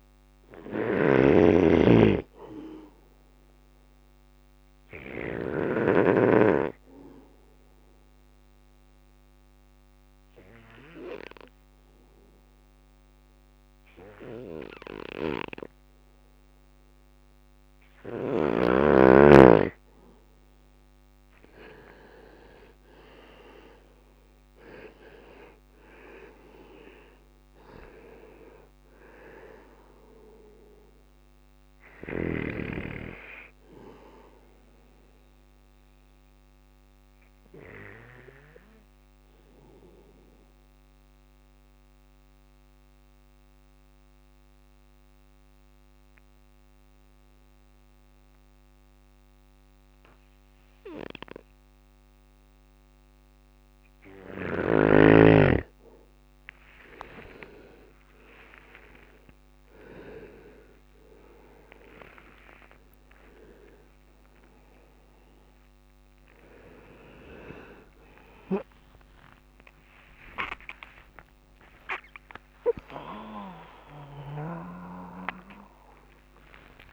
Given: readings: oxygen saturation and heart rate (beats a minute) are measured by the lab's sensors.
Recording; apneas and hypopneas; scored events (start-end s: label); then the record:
a person partly awake in a sleep study, by a microphone on the trachea; 2
0.00-1.50 s: bradycardia (device-marked, heart rate 55 extreme)
0.00-4.50 s: snoring (device-marked)
2.50-19.50 s: bradycardia (device-marked, heart rate 59 before, 56 extreme)
5.50-17.00 s: obstructive apnea (oxygen 99% before, 93% lowest, heart rate 58 before, 56 extreme, up 8 after)
19.00-23.50 s: arousal
23.50-47.50 s: oxygen desaturation (device-marked, oxygen 97% before, 93% lowest, heart rate 57 before, 56 extreme)
24.50-36.50 s: drop in pulse transit time (device-marked, heart rate 58 before, 58 extreme)
30.50-52.50 s: bradycardia (device-marked, heart rate 59 before, 56 extreme)
36.00-51.50 s: obstructive apnea (oxygen 97% before, 93% lowest, heart rate 61 before, 56 extreme, up 6 after)
39.50-76.93 s: new sleep stage, awake
66.50-68.50 s: long interval between heartbeats (device-marked, heart rate 61 before, 69 extreme)
67.50-71.50 s: tachycardia (device-marked, heart rate 59 before, 105 extreme)
68.50-76.93 s: drop in pulse transit time (device-marked, heart rate 62 before, 76 extreme)
69.50-71.50 s: long interval between heartbeats (device-marked, heart rate 64 before, 96 extreme)
From the record:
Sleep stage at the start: N2 (light sleep); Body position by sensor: on the back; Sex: male